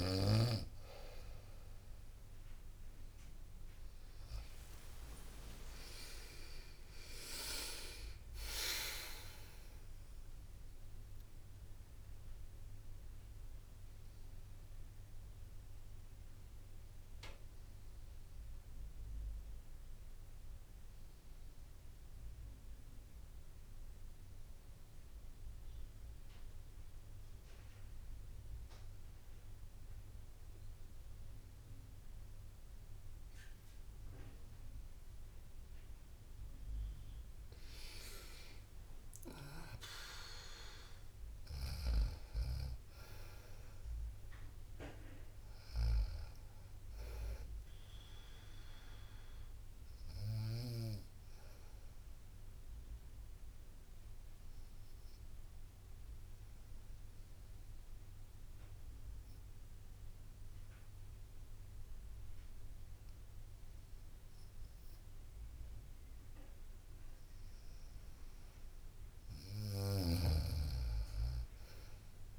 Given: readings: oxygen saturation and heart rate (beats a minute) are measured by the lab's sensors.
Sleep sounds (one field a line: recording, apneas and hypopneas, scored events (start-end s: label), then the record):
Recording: breathing in sleep by a room microphone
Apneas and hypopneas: 2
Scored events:
4.00-7.50 s: arousal
5.00-7.00 s: long interval between heartbeats (device-marked, heart rate 63 before, 81 extreme)
5.50-19.50 s: drop in pulse transit time (device-marked, heart rate 64 before, 62 extreme)
12.50-35.00 s: mixed apnea (oxygen 94% before, 92% lowest, heart rate 70 before, 58 extreme, up 3 after)
38.00-40.00 s: arousal
38.50-48.50 s: drop in pulse transit time (device-marked, heart rate 61 before, 62 extreme)
41.50-62.50 s: oxygen desaturation (device-marked, oxygen 99% before, 93% lowest, heart rate 61 before, 58 extreme)
49.00-68.00 s: obstructive apnea (oxygen 99% before, 92% lowest, heart rate 62 before, 58 extreme, up 5 after)
49.50-55.50 s: bradycardia (device-marked, heart rate 62 before, 58 extreme)
59.50-61.50 s: long interval between heartbeats (device-marked, heart rate 61 before, 70 extreme)
61.50-63.50 s: long interval between heartbeats (device-marked, heart rate 63 before, 89 extreme)
From the record:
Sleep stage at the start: N2 (light sleep)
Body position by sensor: on the right side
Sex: female